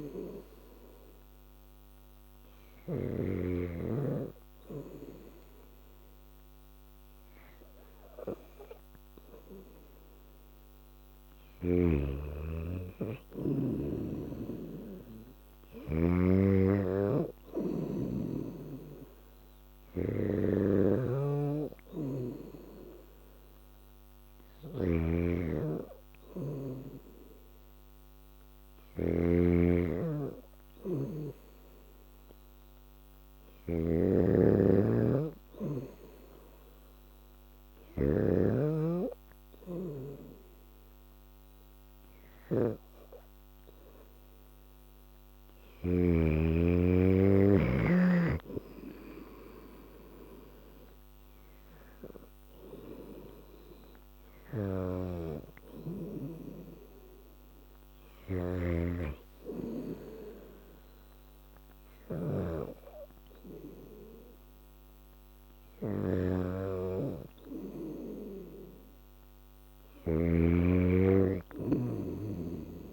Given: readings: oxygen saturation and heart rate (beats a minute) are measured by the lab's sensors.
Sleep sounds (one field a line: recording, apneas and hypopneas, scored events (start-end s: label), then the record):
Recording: breathing in sleep by a microphone on the trachea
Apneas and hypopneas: none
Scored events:
0.00-3.50 s: snoring (device-marked)
14.00-38.00 s: snoring (device-marked)
54.50-72.93 s: snoring (device-marked)
From the record:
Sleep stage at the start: N2 (light sleep)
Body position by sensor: on the back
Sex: female